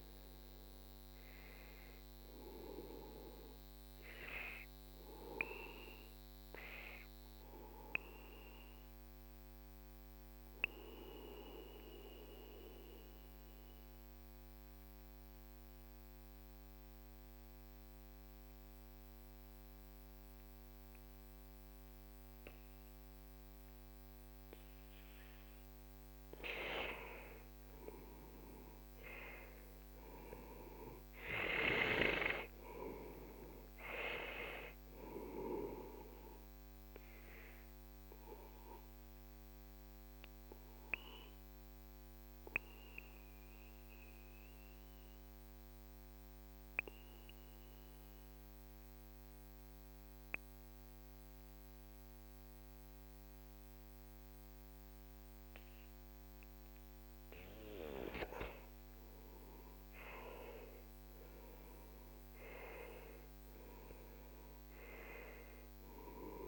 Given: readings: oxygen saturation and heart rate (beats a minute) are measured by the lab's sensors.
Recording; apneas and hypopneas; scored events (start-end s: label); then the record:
breathing in sleep by a microphone on the trachea; 2
0.00-21.50 s: oxygen desaturation (device-marked, oxygen 91% lowest, heart rate 42 extreme)
9.00-25.00 s: mixed apnea (oxygen 97% before, 91% lowest, heart rate 53 before, 42 extreme, up 16 after)
27.00-31.50 s: arousal
27.50-49.50 s: oxygen desaturation (device-marked, oxygen 98% before, 91% lowest, heart rate 45 before, 42 extreme)
37.00-56.50 s: obstructive apnea (oxygen 98% before, 90% lowest, heart rate 51 before, 42 extreme, up 13 after)
59.50-64.00 s: arousal
61.50-66.48 s: oxygen desaturation (device-marked, oxygen 97% before, 92% lowest, heart rate 46 before, 42 extreme)
From the record:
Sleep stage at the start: N2 (light sleep); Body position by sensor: on the back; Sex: male